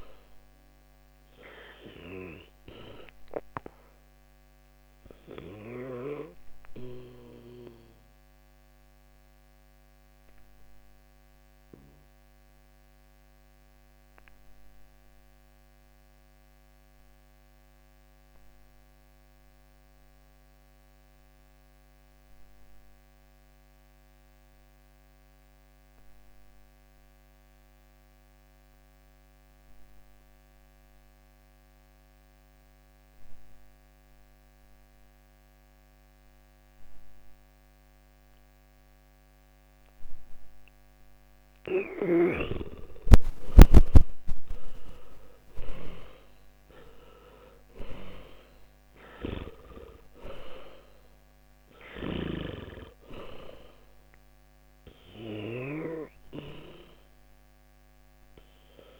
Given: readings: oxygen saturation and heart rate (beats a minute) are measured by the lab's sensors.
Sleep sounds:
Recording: breathing in sleep by a microphone on the trachea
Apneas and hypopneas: 1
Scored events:
0.00-30.00 s: oxygen desaturation (device-marked, oxygen 80% lowest, heart rate 52 extreme)
6.50-41.00 s: obstructive apnea (oxygen 98% before, 80% lowest, heart rate 65 before, 49 extreme, up 10 after)
42.50-46.50 s: arousal
45.00-59.00 s: oxygen desaturation (device-marked, oxygen 98% before, 80% lowest, heart rate 57 before, 49 extreme)
52.00-56.00 s: snoring (device-marked)
From the record:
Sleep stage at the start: N2 (light sleep)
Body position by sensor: on the back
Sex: male

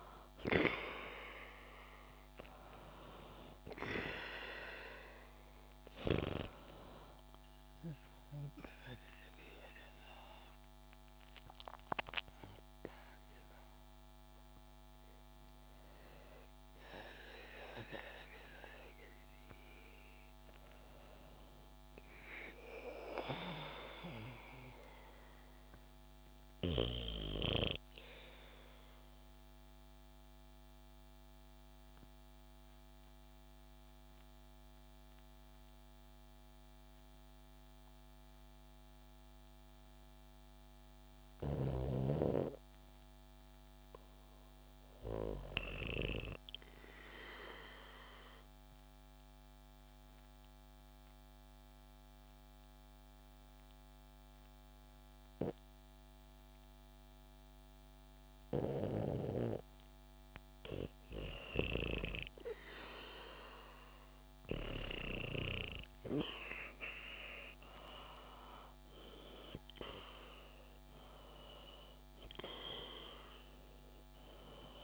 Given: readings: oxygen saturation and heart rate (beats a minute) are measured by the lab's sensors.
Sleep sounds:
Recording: breathing in sleep by a microphone on the trachea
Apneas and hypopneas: 3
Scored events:
7.50-18.50 s: obstructive apnea (oxygen 94% before, 93% lowest, heart rate 75 before, 63 extreme, up 1 after)
20.50-23.50 s: arousal
28.00-39.00 s: obstructive apnea (oxygen 98% before, 93% lowest, heart rate 74 before, 59 extreme)
40.50-43.50 s: arousal
47.00-57.50 s: obstructive apnea (oxygen 98% before, 93% lowest, heart rate 66 before, 59 extreme, up 17 after)
53.50-60.50 s: oxygen desaturation (device-marked, oxygen 97% before, 93% lowest, heart rate 65 before, 59 extreme)
55.50-57.50 s: bradycardia (device-marked, heart rate 70 before, 60 extreme)
63.50-68.50 s: arousal
From the record:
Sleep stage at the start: REM sleep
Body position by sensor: on the back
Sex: female

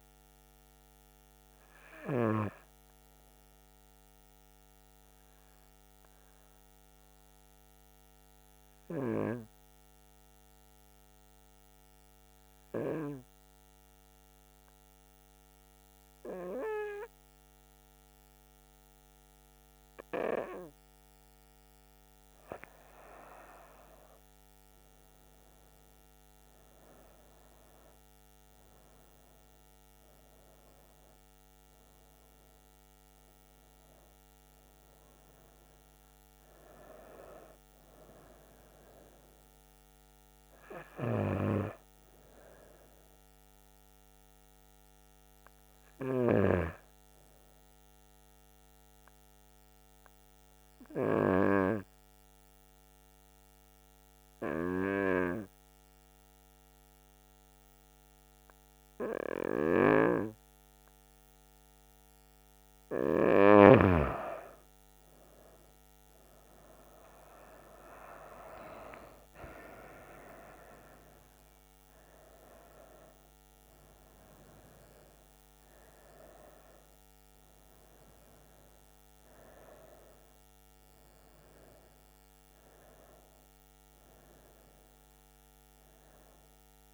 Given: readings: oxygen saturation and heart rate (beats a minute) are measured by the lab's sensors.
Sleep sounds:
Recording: breathing in sleep by a microphone on the trachea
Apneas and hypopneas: 2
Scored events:
6.00-20.50 s: hypopnea (oxygen 97% before, 92% lowest, heart rate 74 before, 67 extreme, up 9 after)
20.00-42.00 s: oxygen desaturation (device-marked, oxygen 97% before, 93% lowest, heart rate 68 before, 66 extreme)
22.00-27.00 s: arousal
47.50-62.00 s: hypopnea (oxygen 97% before, 92% lowest, heart rate 73 before, 68 extreme, up 9 after)
65.50-69.00 s: arousal
66.00-84.00 s: oxygen desaturation (device-marked, oxygen 97% before, 92% lowest, heart rate 69 before, 68 extreme)
From the record:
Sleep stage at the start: N2 (light sleep)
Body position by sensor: on the back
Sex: female

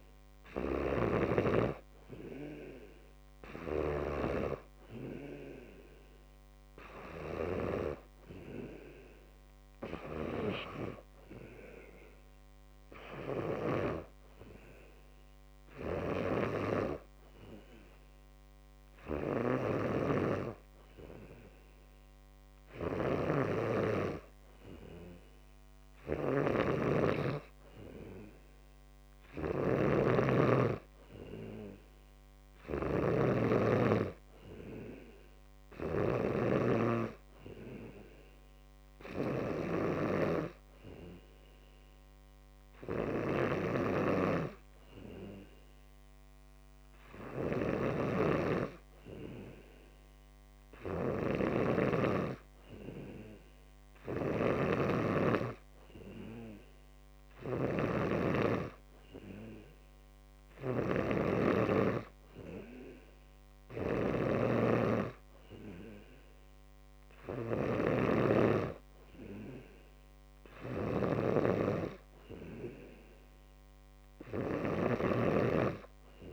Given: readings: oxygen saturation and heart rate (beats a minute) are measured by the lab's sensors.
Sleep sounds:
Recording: breathing in sleep by a microphone on the trachea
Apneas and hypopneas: none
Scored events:
none scored
From the record:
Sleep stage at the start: N2 (light sleep)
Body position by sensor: on the back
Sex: male

